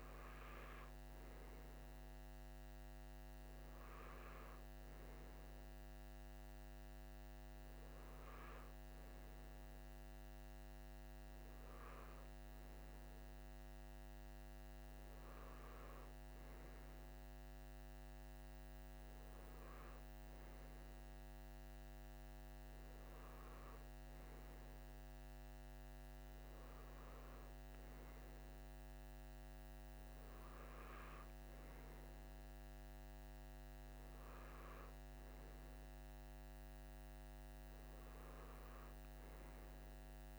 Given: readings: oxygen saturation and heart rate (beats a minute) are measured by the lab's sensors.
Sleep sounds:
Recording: breathing in sleep, hard to hear, by a microphone on the trachea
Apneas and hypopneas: none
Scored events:
none scored
From the record:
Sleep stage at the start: N2 (light sleep)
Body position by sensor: on the right side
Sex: male

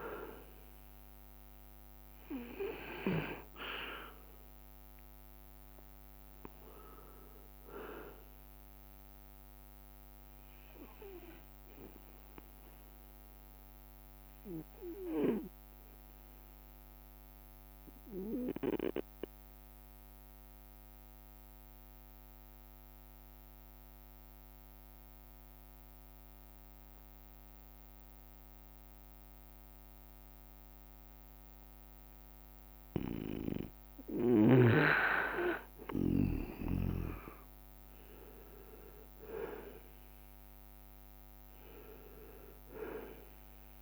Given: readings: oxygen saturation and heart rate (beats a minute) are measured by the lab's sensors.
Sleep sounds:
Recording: breathing in sleep by a microphone on the trachea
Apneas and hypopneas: 1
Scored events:
0.00-3.00 s: leg movement (device-marked)
2.00-4.00 s: long interval between heartbeats (device-marked, heart rate 66 before, 76 extreme)
2.00-20.00 s: oxygen desaturation (device-marked, oxygen 98% before, 93% lowest, heart rate 66 before, 63 extreme)
11.50-33.00 s: obstructive apnea (oxygen 98% before, 93% lowest, heart rate 70 before, 63 extreme, up 4 after)
34.50-39.00 s: arousal
38.00-43.82 s: drop in pulse transit time (device-marked, heart rate 65 before, 66 extreme)
38.50-40.50 s: leg movement (device-marked)
41.00-43.82 s: oxygen desaturation (device-marked, oxygen 97% before, 93% lowest, heart rate 66 before, 63 extreme)
From the record:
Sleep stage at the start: N2 (light sleep)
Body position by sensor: on the right side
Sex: male

